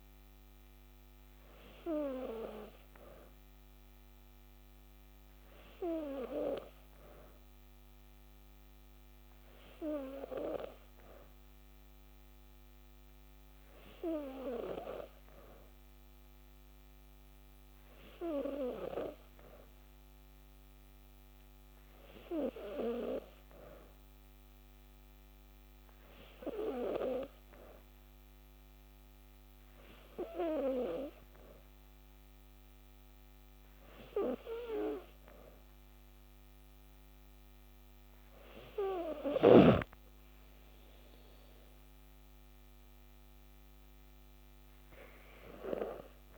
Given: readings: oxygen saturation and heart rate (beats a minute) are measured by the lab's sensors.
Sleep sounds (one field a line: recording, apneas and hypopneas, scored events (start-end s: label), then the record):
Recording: breathing in sleep by a microphone on the trachea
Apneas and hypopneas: none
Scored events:
none scored
From the record:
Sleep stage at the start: N2 (light sleep)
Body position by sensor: on the back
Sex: female